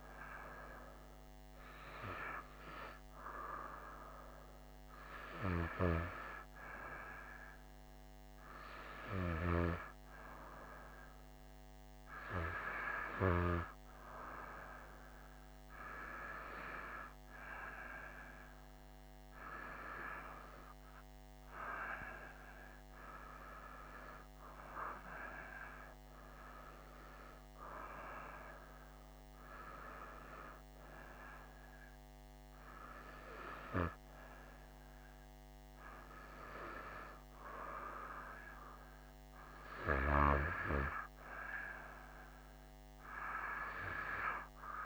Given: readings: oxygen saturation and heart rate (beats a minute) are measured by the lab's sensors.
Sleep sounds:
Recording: breathing in sleep by a microphone on the trachea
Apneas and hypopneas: none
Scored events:
26.50-44.86 s: new sleep stage, N2 (light sleep)
From the record:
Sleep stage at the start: N1 (lightest sleep)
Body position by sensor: on the right side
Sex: female

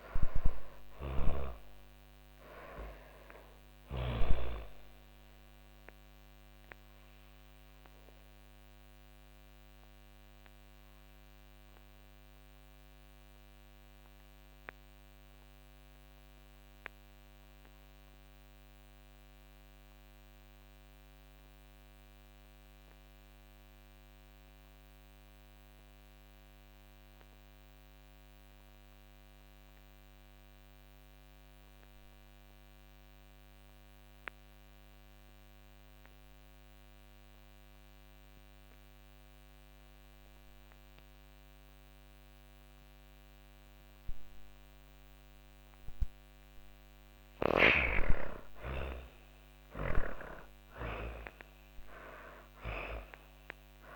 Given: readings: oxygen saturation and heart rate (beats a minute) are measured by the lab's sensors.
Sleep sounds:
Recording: breathing in sleep by a microphone on the trachea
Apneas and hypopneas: 1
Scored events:
0.00-1.00 s: arousal
0.00-3.00 s: snoring (device-marked)
0.00-27.50 s: oxygen desaturation (device-marked, oxygen 77% lowest, heart rate 57 extreme)
5.50-46.00 s: obstructive apnea (oxygen 99% before, 75% lowest, heart rate 110 before, 57 extreme)
34.50-53.96 s: oxygen desaturation (device-marked, oxygen 98% before, 75% lowest, heart rate 106 before, 67 extreme)
47.50-52.50 s: arousal
From the record:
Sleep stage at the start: N2 (light sleep)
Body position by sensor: on the back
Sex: female

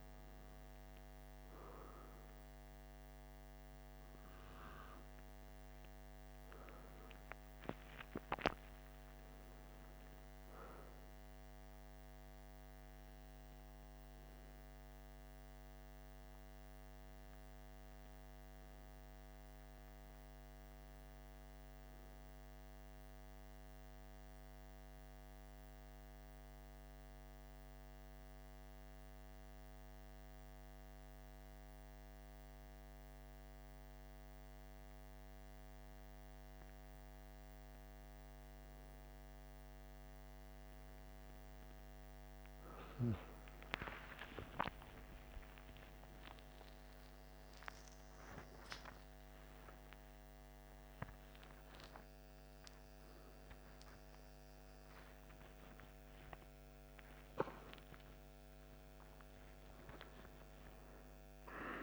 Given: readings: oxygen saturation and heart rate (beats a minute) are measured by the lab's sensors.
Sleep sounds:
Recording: breathing in sleep by a microphone on the trachea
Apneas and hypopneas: 1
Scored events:
23.00-26.50 s: arousal
30.50-40.50 s: mixed apnea (oxygen 97% before, 93% lowest, heart rate 59 before, 55 extreme, up 54 after)
47.00-61.83 s: new sleep stage, awake
48.00-61.83 s: oxygen desaturation (device-marked, oxygen 97% before, 93% lowest, heart rate 62 before, 47 extreme)
From the record:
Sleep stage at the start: N2 (light sleep)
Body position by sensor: on the back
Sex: male

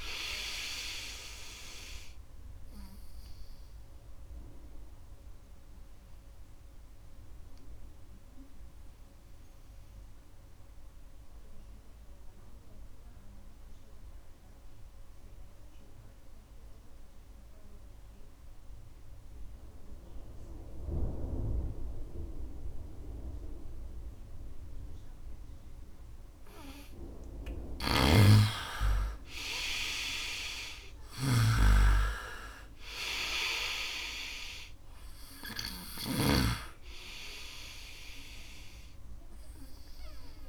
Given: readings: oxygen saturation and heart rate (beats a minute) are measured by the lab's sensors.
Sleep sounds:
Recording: breathing in sleep by a room microphone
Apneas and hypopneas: 1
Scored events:
0.00-17.50 s: oxygen desaturation (device-marked, oxygen 88% lowest, heart rate 64 extreme)
3.50-26.00 s: obstructive apnea (oxygen 99% before, 87% lowest, heart rate 69 before, 64 extreme, up 13 after)
25.00-27.00 s: long interval between heartbeats (device-marked, heart rate 67 before, 77 extreme)
27.50-36.00 s: snoring (device-marked)
28.00-32.00 s: arousal
30.50-40.49 s: oxygen desaturation (device-marked, oxygen 97% before, 87% lowest, heart rate 70 before, 68 extreme)
36.00-38.00 s: long interval between heartbeats (device-marked, heart rate 72 before, 81 extreme)
From the record:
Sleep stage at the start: N2 (light sleep)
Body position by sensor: on the right side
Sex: male

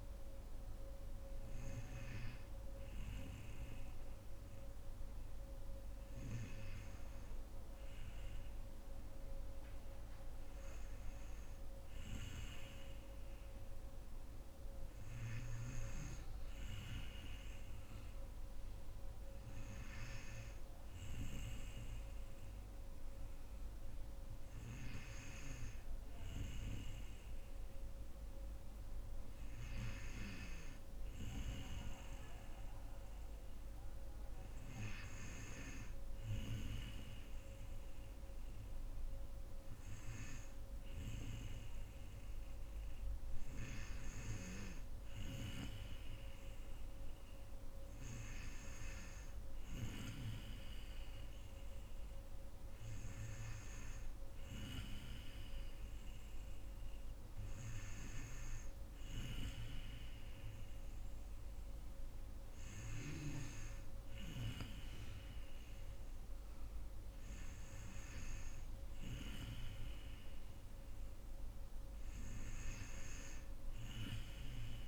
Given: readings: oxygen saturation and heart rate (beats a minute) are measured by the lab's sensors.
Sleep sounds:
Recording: breathing in sleep by a room microphone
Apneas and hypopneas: none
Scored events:
9.00-23.00 s: oxygen desaturation (device-marked, oxygen 96% before, 93% lowest, heart rate 62 before, 65 extreme)
From the record:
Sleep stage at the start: N2 (light sleep)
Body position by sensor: on the right side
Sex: female

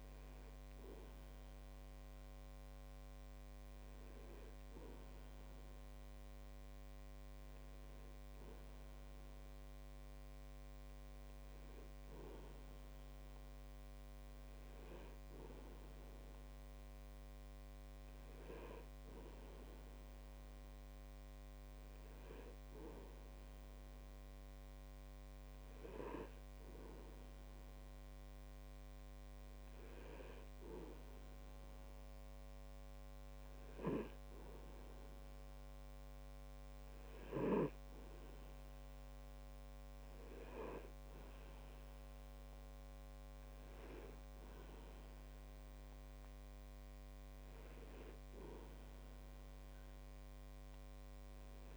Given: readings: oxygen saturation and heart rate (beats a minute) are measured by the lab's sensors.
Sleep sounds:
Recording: breathing in sleep by a microphone on the trachea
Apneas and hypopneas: none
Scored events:
none scored
From the record:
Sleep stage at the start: N2 (light sleep)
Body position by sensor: on the back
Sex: male

